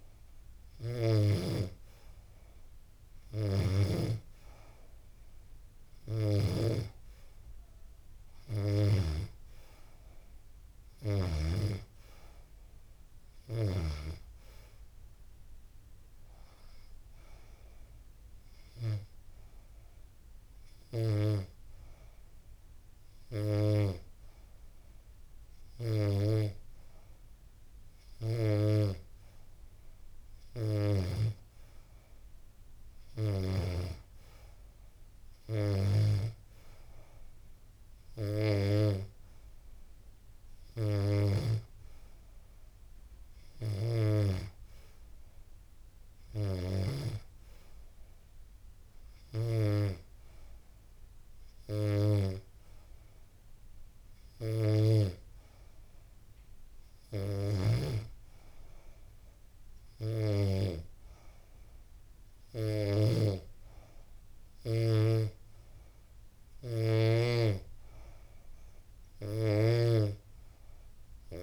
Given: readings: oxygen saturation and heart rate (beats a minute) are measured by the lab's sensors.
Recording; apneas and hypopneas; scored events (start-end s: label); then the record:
breathing in sleep by a room microphone; none
68.50-71.43 s: snoring (device-marked)
From the record:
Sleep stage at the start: N2 (light sleep); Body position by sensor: on the back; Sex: female